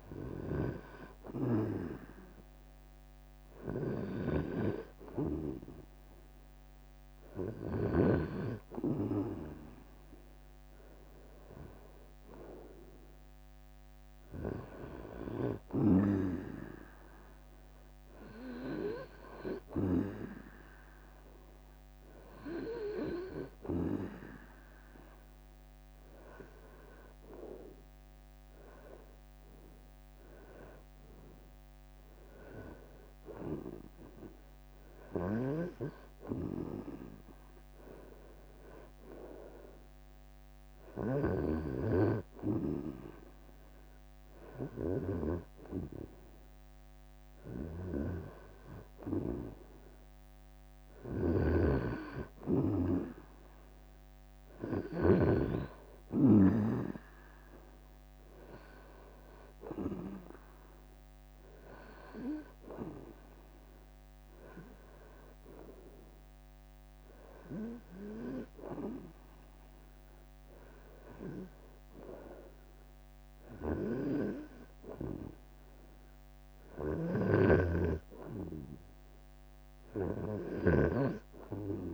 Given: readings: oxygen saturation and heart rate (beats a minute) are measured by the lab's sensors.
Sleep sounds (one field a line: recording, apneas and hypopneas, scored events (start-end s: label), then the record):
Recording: breathing in sleep by a microphone on the trachea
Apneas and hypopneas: none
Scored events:
0.00-7.50 s: drop in pulse transit time (device-marked, heart rate 68 extreme)
27.50-39.50 s: drop in pulse transit time (device-marked, heart rate 77 before, 72 extreme)
38.50-40.50 s: long interval between heartbeats (device-marked, heart rate 77 before, 75 extreme)
50.50-56.00 s: snoring (device-marked)
80.50-81.94 s: long interval between heartbeats (device-marked, heart rate 75 before, 76 extreme)
From the record:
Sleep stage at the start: REM sleep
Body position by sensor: on the right side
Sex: male